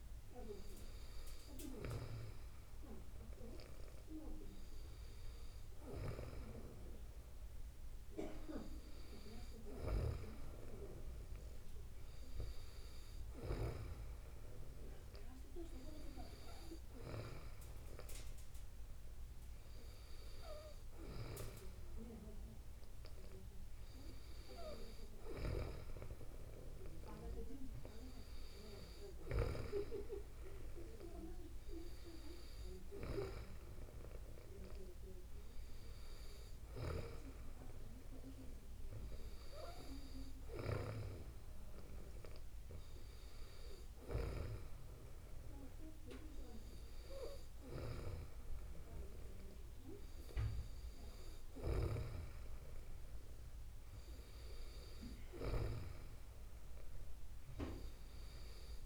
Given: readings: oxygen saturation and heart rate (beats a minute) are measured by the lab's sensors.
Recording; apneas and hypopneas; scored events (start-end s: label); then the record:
breathing in sleep by a room microphone; none
none scored
From the record:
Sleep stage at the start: N2 (light sleep); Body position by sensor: on the back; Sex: female